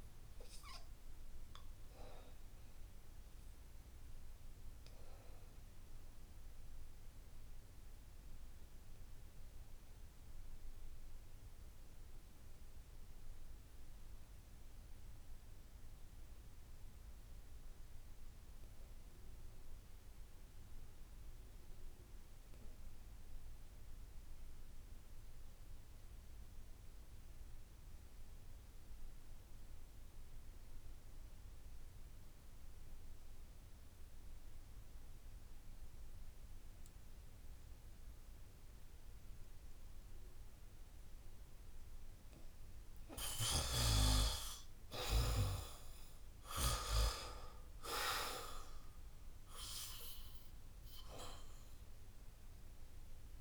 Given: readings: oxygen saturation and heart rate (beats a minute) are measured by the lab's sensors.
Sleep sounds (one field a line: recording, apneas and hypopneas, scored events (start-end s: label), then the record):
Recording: breathing in sleep by a room microphone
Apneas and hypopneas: 1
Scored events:
0.00-21.00 s: oxygen desaturation (device-marked, oxygen 75% lowest, heart rate 66 extreme)
2.50-42.50 s: obstructive apnea (oxygen 96% before, 72% lowest, heart rate 71 before, 66 extreme, up 14 after)
23.00-53.41 s: oxygen desaturation (device-marked, oxygen 97% before, 72% lowest, heart rate 70 before, 66 extreme)
26.00-28.00 s: long interval between heartbeats (device-marked, heart rate 69 before, 70 extreme)
37.00-39.00 s: long interval between heartbeats (device-marked, heart rate 69 before, 67 extreme)
44.50-48.00 s: arousal
From the record:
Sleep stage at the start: N2 (light sleep)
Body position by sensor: on the back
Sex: male